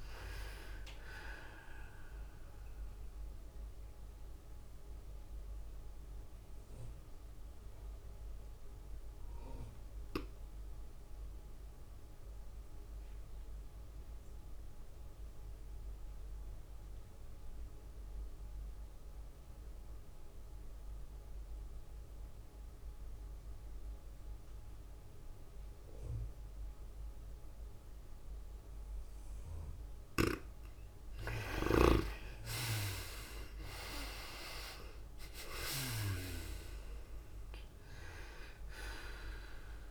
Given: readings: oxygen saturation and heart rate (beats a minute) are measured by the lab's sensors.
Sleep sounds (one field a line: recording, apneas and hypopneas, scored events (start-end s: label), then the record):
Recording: breathing in sleep by a room microphone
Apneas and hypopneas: 1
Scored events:
0.00-6.00 s: drop in pulse transit time (device-marked, heart rate 96 extreme)
0.00-7.00 s: oxygen desaturation (device-marked, oxygen 58% lowest, heart rate 90 extreme)
0.00-39.91 s: tachycardia (device-marked, heart rate 143 extreme)
4.00-31.00 s: obstructive apnea (oxygen 71% before, 63% lowest, heart rate 105 before, 103 extreme, up 20 after)
16.00-39.91 s: oxygen desaturation (device-marked, oxygen 97% before, 63% lowest, heart rate 115 before, 103 extreme)
36.00-39.91 s: drop in pulse transit time (device-marked, heart rate 106 before, 114 extreme)
From the record:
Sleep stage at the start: N2 (light sleep)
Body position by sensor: on the right side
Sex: female